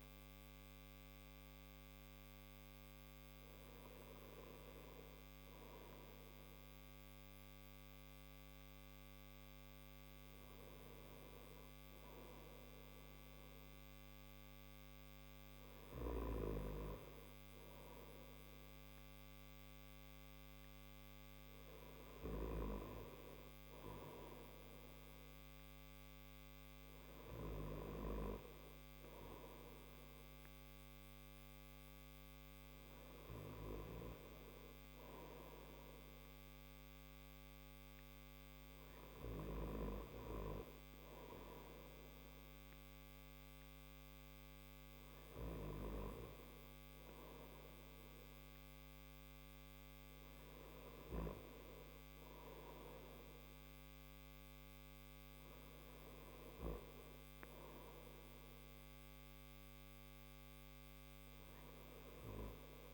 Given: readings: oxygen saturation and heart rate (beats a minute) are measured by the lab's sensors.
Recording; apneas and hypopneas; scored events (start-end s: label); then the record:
breathing in sleep by a microphone on the trachea; none
none scored
From the record:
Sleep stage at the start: N1 (lightest sleep); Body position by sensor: on the back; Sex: male